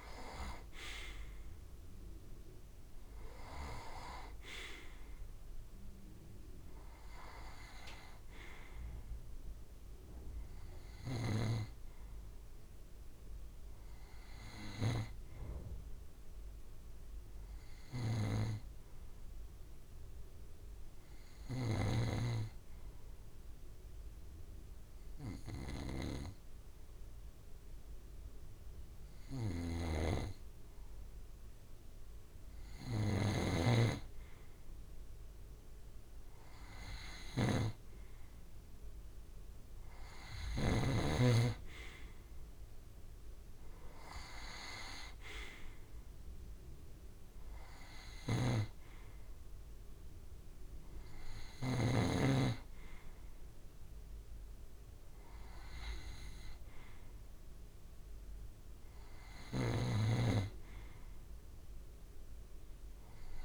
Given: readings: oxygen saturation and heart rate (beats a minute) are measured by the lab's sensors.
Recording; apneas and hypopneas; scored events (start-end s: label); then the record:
breathing in sleep by a room microphone; 1
10.50-40.50 s: snoring (device-marked)
22.50-33.00 s: obstructive apnea (oxygen 93% before, 91% lowest)
33.50-37.50 s: arousal
41.00-58.00 s: oxygen desaturation (device-marked, oxygen 95% before, 91% lowest)
48.00-51.50 s: snoring (device-marked)
59.00-63.45 s: snoring (device-marked)
From the record:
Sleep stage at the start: N2 (light sleep); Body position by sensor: on the right side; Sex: male